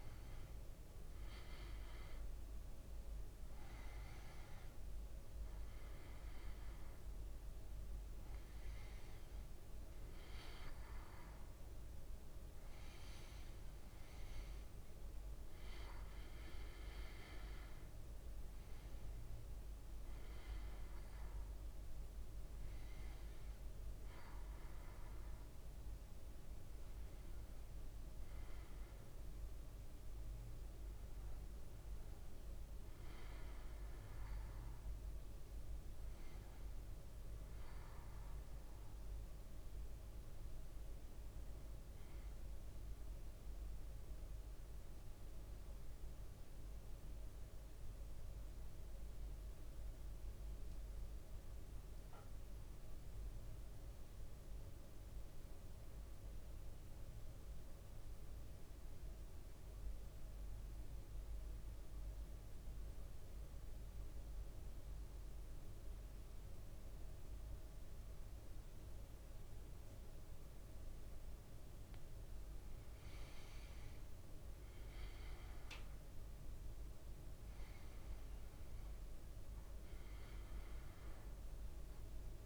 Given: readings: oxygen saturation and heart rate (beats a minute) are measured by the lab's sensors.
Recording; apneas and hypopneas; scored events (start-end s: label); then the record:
breathing in sleep, hard to hear, by a room microphone; 1
0.00-1.00 s: arousal
2.50-19.50 s: oxygen desaturation (device-marked, oxygen 98% before, 95% lowest, heart rate 59 before, 56 extreme)
38.50-43.50 s: arousal
45.50-71.50 s: central apnea (oxygen 100% before, 95% lowest, heart rate 57 before, 55 extreme, up 2 after)
73.50-78.00 s: arousal
75.50-82.46 s: oxygen desaturation (device-marked, oxygen 100% before, 95% lowest, heart rate 58 before, 56 extreme)
From the record:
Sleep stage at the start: N2 (light sleep); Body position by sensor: on the back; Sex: male